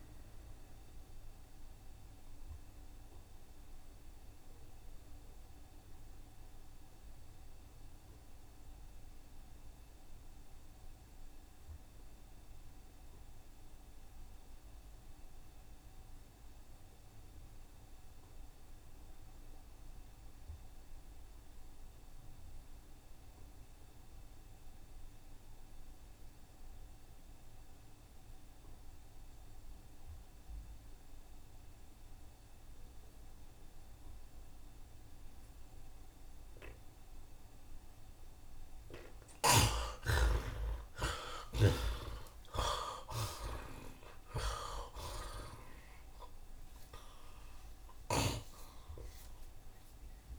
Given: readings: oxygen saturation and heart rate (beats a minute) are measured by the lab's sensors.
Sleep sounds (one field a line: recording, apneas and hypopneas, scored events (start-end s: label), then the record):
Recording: breathing in sleep by a room microphone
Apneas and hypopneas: 1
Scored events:
0.00-18.00 s: oxygen desaturation (device-marked, oxygen 55% lowest, heart rate 39 extreme)
1.00-3.00 s: long interval between heartbeats (device-marked, heart rate 82 before, 73 extreme)
1.00-39.00 s: mixed apnea (oxygen 83% before, 51% lowest, heart rate 82 before, 39 extreme, up 60 after)
4.00-6.00 s: long interval between heartbeats (device-marked, heart rate 86 before, 63 extreme)
20.00-22.00 s: long interval between heartbeats (device-marked, heart rate 72 before, 75 extreme)
20.00-50.39 s: oxygen desaturation (device-marked, oxygen 78% before, 51% lowest, heart rate 72 before, 39 extreme)
23.00-25.00 s: long interval between heartbeats (device-marked, heart rate 71 before, 75 extreme)
25.00-38.00 s: bradycardia (device-marked, heart rate 81 before, 39 extreme)
26.50-28.50 s: long interval between heartbeats (device-marked, heart rate 71 before, 63 extreme)
35.00-37.00 s: long interval between heartbeats (device-marked, heart rate 66 before, 48 extreme)
39.50-41.50 s: long interval between heartbeats (device-marked, heart rate 60 before, 52 extreme)
40.50-46.00 s: arousal
41.50-43.50 s: long interval between heartbeats (device-marked, heart rate 57 before, 67 extreme)
48.50-50.39 s: long interval between heartbeats (device-marked, heart rate 63 before, 83 extreme)
From the record:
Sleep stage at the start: N2 (light sleep)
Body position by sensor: on the right side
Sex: male